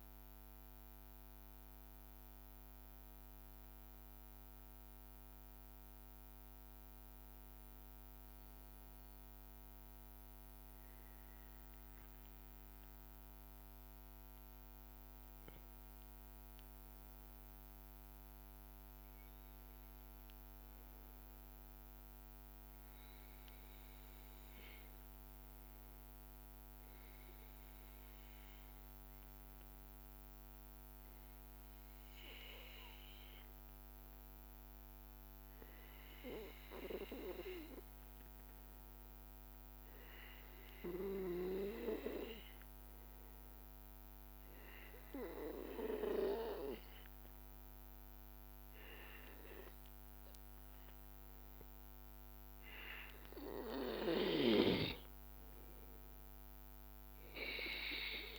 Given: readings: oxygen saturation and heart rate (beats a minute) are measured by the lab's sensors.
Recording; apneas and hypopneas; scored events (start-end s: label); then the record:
breathing in sleep by a microphone on the trachea; 1
15.50-19.00 s: arousal
23.00-37.00 s: hypopnea (oxygen 97% before, 93% lowest, heart rate 78 before, 77 extreme, up 3 after)
39.50-42.50 s: arousal
From the record:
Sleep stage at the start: N2 (light sleep); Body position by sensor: on the back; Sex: male